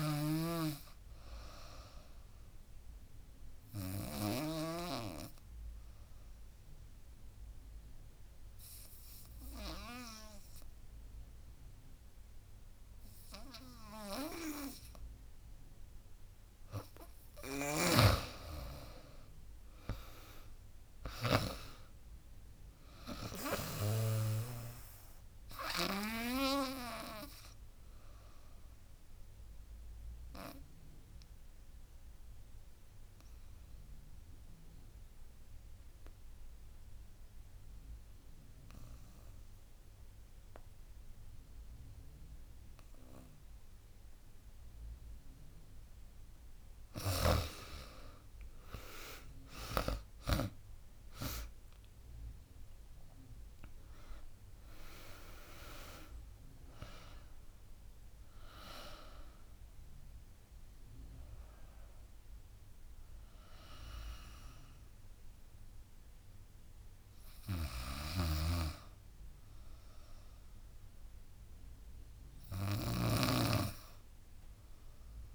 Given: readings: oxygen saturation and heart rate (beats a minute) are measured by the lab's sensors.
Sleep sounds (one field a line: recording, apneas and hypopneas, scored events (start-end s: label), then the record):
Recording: breathing in sleep by a room microphone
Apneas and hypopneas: 2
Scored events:
0.00-4.50 s: drop in pulse transit time (device-marked, heart rate 79 extreme)
0.00-4.50 s: snoring (device-marked)
0.00-12.50 s: oxygen desaturation (device-marked, oxygen 91% lowest, heart rate 72 extreme)
3.50-16.50 s: obstructive apnea (oxygen 97% before, 87% lowest, heart rate 83 before, 72 extreme, up 15 after)
17.50-24.50 s: snoring (device-marked)
18.50-21.50 s: arousal
18.50-29.50 s: drop in pulse transit time (device-marked, heart rate 80 before, 81 extreme)
22.50-37.50 s: oxygen desaturation (device-marked, oxygen 98% before, 92% lowest, heart rate 80 before, 72 extreme)
29.00-45.50 s: obstructive apnea (oxygen 98% before, 87% lowest, heart rate 83 before, 72 extreme, up 18 after)
47.00-50.50 s: snoring (device-marked)
48.00-52.50 s: arousal
48.50-72.50 s: oxygen desaturation (device-marked, oxygen 98% before, 87% lowest, heart rate 79 before, 72 extreme)
49.50-63.50 s: drop in pulse transit time (device-marked, heart rate 79 before, 89 extreme)
67.50-75.34 s: snoring (device-marked)
74.00-75.34 s: arousal
From the record:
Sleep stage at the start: N2 (light sleep)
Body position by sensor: on the back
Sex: female